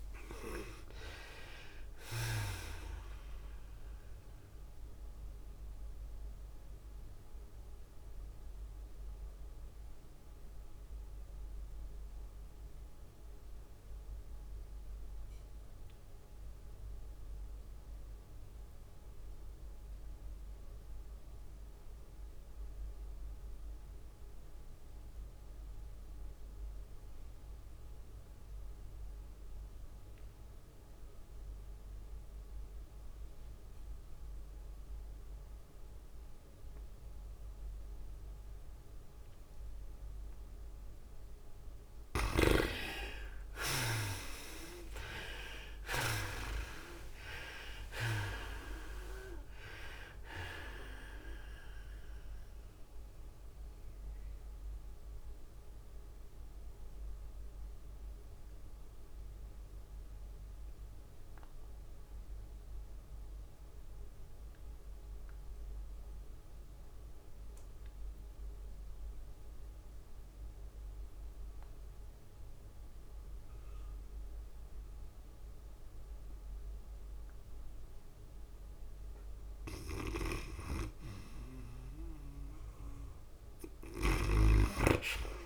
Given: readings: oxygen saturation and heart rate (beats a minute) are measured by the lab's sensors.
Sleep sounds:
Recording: breathing in sleep by a room microphone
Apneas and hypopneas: 2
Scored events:
0.00-13.50 s: drop in pulse transit time (device-marked, heart rate 110 extreme)
0.00-15.50 s: oxygen desaturation (device-marked, oxygen 62% lowest, heart rate 93 extreme)
0.00-27.50 s: tachycardia (device-marked, heart rate 119 extreme)
6.50-41.00 s: obstructive apnea (oxygen 89% before, 62% lowest, heart rate 106 before, 83 extreme, up 19 after)
17.50-62.50 s: oxygen desaturation (device-marked, oxygen 98% before, 62% lowest, heart rate 113 before, 83 extreme)
38.50-40.50 s: long interval between heartbeats (device-marked, heart rate 101 before, 83 extreme)
43.50-48.00 s: arousal
45.50-85.46 s: tachycardia (device-marked, heart rate 106 before, 117 extreme)
46.00-48.00 s: long interval between heartbeats (device-marked, heart rate 95 before, 92 extreme)
46.50-60.50 s: drop in pulse transit time (device-marked, heart rate 94 before, 95 extreme)
52.50-85.46 s: new sleep stage, REM sleep
53.00-80.00 s: mixed apnea (oxygen 90% before, 62% lowest, heart rate 94 before, 102 extreme, up 5 after)
67.50-85.46 s: oxygen desaturation (device-marked, oxygen 99% before, 68% lowest, heart rate 110 before, 98 extreme)
68.50-70.50 s: long interval between heartbeats (device-marked, heart rate 111 before, 106 extreme)
83.50-85.46 s: arousal
From the record:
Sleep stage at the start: N2 (light sleep)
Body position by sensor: on the back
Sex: female

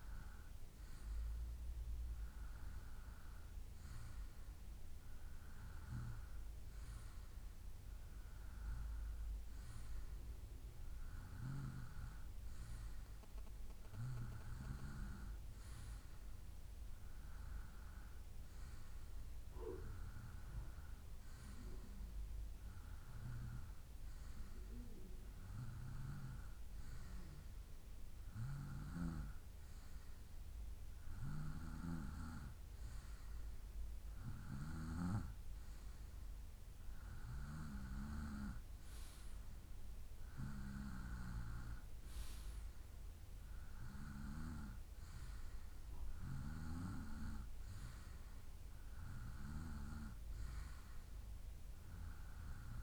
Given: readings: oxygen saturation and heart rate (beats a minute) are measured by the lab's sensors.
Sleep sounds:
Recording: breathing in sleep by a room microphone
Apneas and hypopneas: none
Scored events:
none scored
From the record:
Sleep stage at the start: N2 (light sleep)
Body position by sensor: on the right side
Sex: male

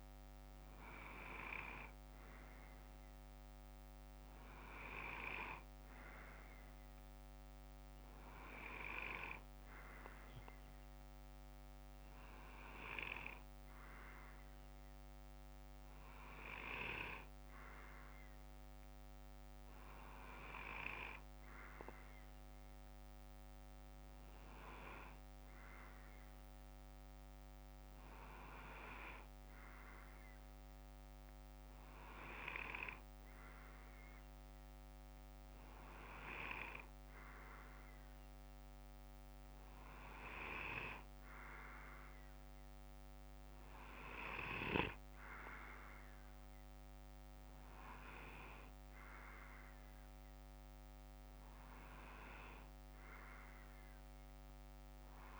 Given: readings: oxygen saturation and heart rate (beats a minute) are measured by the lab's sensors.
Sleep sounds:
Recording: breathing in sleep by a microphone on the trachea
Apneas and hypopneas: none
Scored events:
6.50-9.50 s: bradycardia (device-marked, heart rate 63 before, 57 extreme)
18.50-39.50 s: bradycardia (device-marked, heart rate 63 before, 45 extreme)
48.50-55.40 s: bradycardia (device-marked, heart rate 61 before, 57 extreme)
From the record:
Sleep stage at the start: N2 (light sleep)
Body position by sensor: on the left side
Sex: male

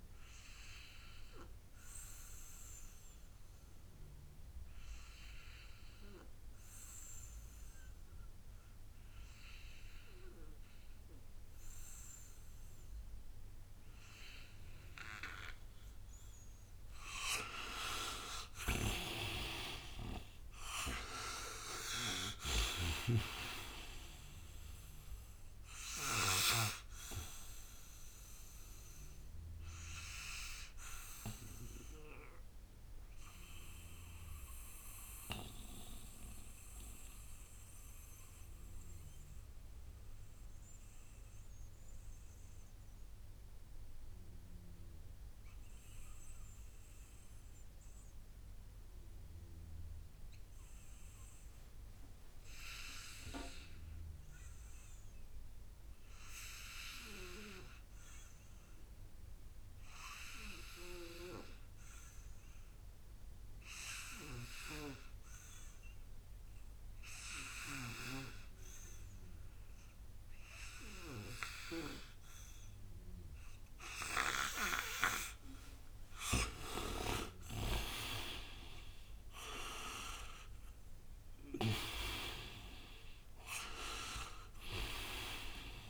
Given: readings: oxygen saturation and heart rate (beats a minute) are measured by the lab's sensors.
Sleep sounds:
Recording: breathing in sleep by a room microphone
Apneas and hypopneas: 2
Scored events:
1.00-15.00 s: oxygen desaturation (device-marked, oxygen 98% before, 91% lowest, heart rate 61 before, 59 extreme)
4.00-16.50 s: obstructive apnea (oxygen 98% before, 84% lowest, heart rate 61 before, 59 extreme, up 8 after)
17.50-22.00 s: arousal
24.00-55.00 s: oxygen desaturation (device-marked, oxygen 94% before, 84% lowest, heart rate 61 before, 59 extreme)
27.00-76.00 s: mixed apnea (oxygen 96% before, 78% lowest, heart rate 62 before, 59 extreme, up 11 after)
66.00-85.90 s: oxygen desaturation (device-marked, oxygen 98% before, 78% lowest, heart rate 65 before, 60 extreme)
77.00-81.50 s: arousal
77.00-81.50 s: snoring (device-marked)
From the record:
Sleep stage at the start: N2 (light sleep)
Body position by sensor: on the right side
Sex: male

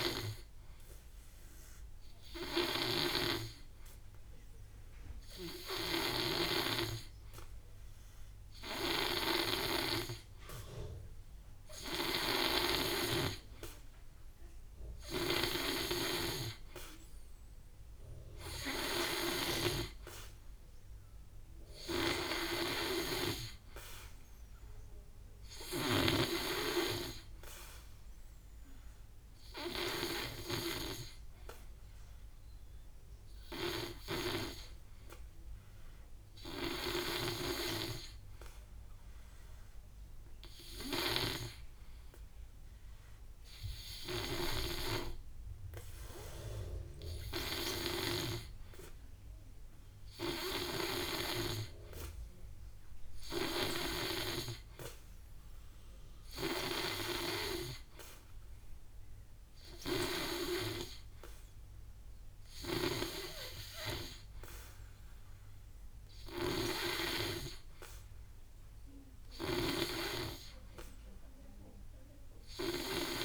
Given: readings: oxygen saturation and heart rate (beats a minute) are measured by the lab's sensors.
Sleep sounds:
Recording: breathing in sleep by a room microphone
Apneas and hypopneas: none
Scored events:
0.00-9.50 s: snoring (device-marked)
8.50-21.50 s: oxygen desaturation (device-marked, oxygen 89% before, 86% lowest, heart rate 65 before, 60 extreme)
19.00-23.00 s: snoring (device-marked)
36.50-44.50 s: snoring (device-marked)
41.50-53.50 s: oxygen desaturation (device-marked, oxygen 94% before, 87% lowest, heart rate 65 before, 58 extreme)
50.50-54.00 s: snoring (device-marked)
From the record:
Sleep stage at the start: N2 (light sleep)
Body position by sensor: on the back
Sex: male

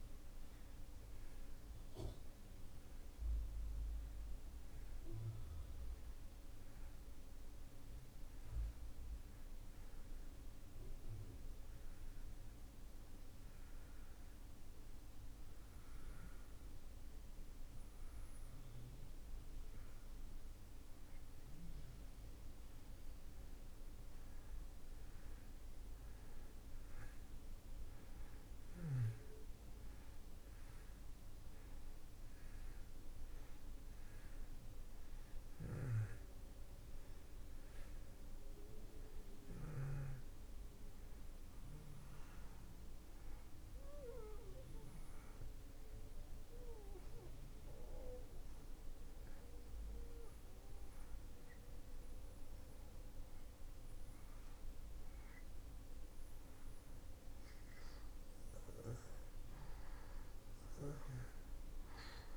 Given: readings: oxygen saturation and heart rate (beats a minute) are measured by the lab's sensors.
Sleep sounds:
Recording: breathing in sleep by a room microphone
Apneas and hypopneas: 2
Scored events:
11.50-23.50 s: obstructive apnea (oxygen 95% before, 87% lowest)
26.00-30.00 s: arousal
41.50-52.50 s: oxygen desaturation (device-marked, oxygen 94% before, 89% lowest)
43.00-57.50 s: obstructive apnea (oxygen 94% before, 87% lowest)
60.00-62.37 s: arousal
From the record:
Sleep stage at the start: N2 (light sleep)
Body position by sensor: on the back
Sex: male

